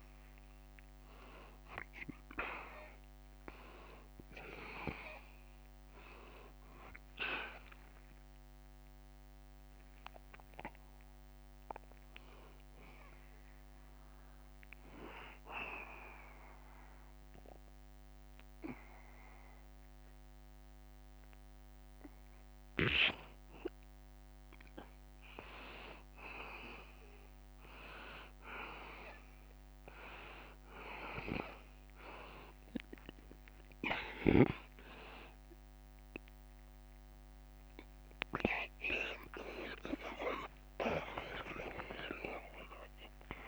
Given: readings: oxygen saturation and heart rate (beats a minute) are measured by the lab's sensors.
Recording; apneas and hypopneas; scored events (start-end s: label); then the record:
breathing in sleep by a microphone on the trachea; 1
8.50-12.00 s: arousal
16.00-26.50 s: obstructive apnea (oxygen 94% before, 89% lowest, heart rate 82 before, 78 extreme, up 1 after)
35.50-42.50 s: tachycardia (device-marked, heart rate 80 before, 140 extreme)
35.50-43.48 s: new sleep stage, awake
35.50-43.48 s: oxygen desaturation (device-marked, oxygen 94% before, 89% lowest, heart rate 79 before, 86 extreme)
38.50-40.50 s: long interval between heartbeats (device-marked, heart rate 80 before, 128 extreme)
38.50-43.48 s: drop in pulse transit time (device-marked, heart rate 80 before, 88 extreme)
From the record:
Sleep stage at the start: N2 (light sleep); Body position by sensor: on the back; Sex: male